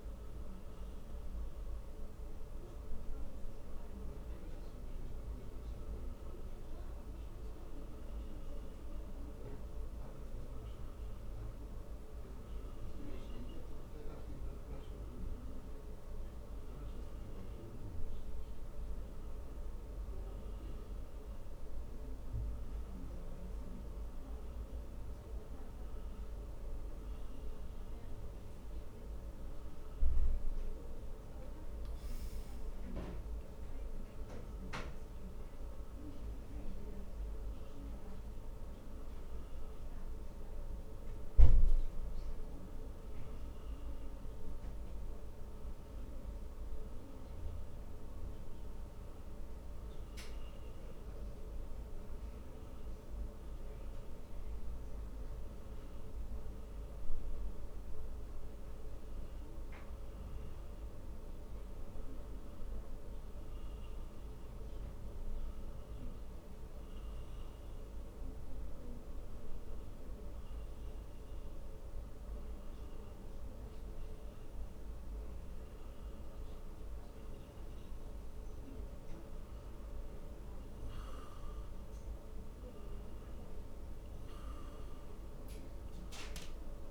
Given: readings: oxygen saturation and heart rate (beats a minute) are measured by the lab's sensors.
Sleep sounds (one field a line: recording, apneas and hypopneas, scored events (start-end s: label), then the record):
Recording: breathing in sleep, hard to hear, by a room microphone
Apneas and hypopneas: 2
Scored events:
1.50-25.50 s: obstructive apnea (oxygen 91% before, 88% lowest, heart rate 73 before, 67 extreme)
27.50-31.50 s: arousal
42.50-66.00 s: obstructive apnea (oxygen 96% before, 89% lowest, heart rate 70 before, 65 extreme, up 4 after)
68.00-71.50 s: arousal
71.50-86.91 s: new sleep stage, N2 (light sleep)
From the record:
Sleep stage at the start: N1 (lightest sleep)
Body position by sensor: on the back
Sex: male